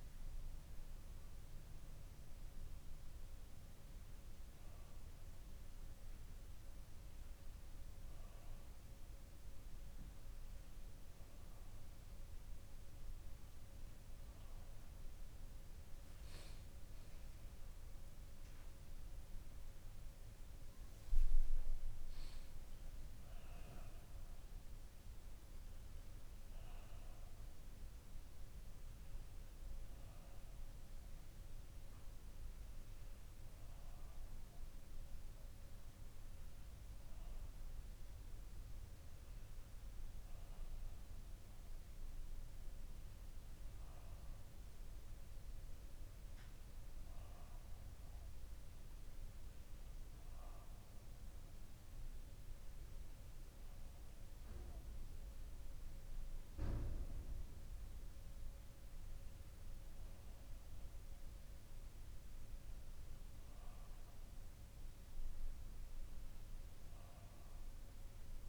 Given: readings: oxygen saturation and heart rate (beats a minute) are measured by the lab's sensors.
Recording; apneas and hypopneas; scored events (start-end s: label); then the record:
breathing in sleep, hard to hear, by a room microphone; none
none scored
From the record:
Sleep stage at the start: N2 (light sleep); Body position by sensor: on the back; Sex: male